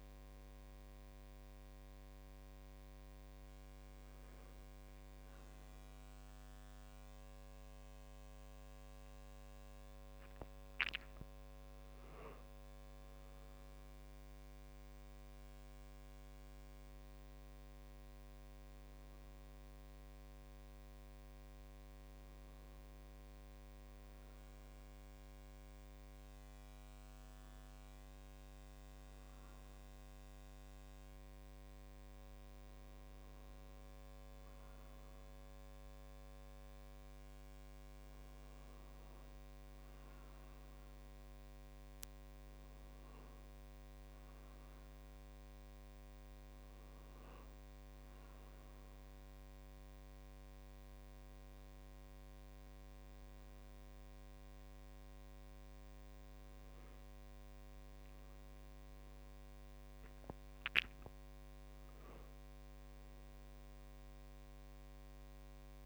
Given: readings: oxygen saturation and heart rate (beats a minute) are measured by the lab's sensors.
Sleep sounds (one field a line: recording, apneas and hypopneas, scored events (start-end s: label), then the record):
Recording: a person awake in a sleep study, hard to hear, by a microphone on the trachea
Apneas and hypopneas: none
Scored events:
none scored
From the record:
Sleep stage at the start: awake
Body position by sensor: on the right side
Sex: male